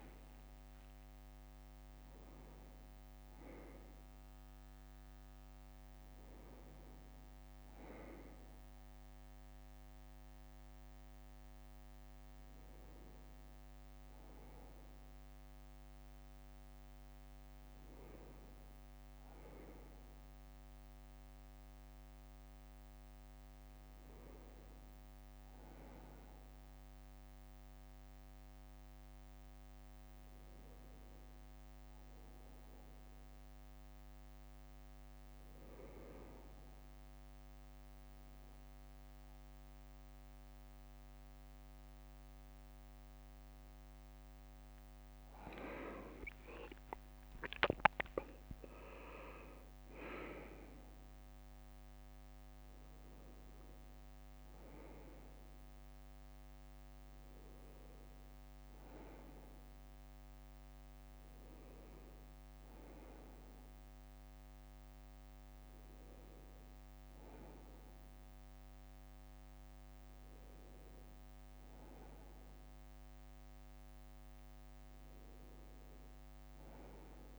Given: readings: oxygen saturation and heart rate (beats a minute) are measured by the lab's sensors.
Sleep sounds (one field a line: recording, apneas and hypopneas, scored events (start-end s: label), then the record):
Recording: a person awake in a sleep study, by a microphone on the trachea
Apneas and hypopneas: none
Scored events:
1.00-4.50 s: leg movement (device-marked)
26.50-27.50 s: leg movement (device-marked)
41.00-43.00 s: bradycardia (device-marked, heart rate 66 before, 61 extreme)
45.00-46.00 s: leg movement (device-marked)
From the record:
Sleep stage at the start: awake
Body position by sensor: on the left side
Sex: male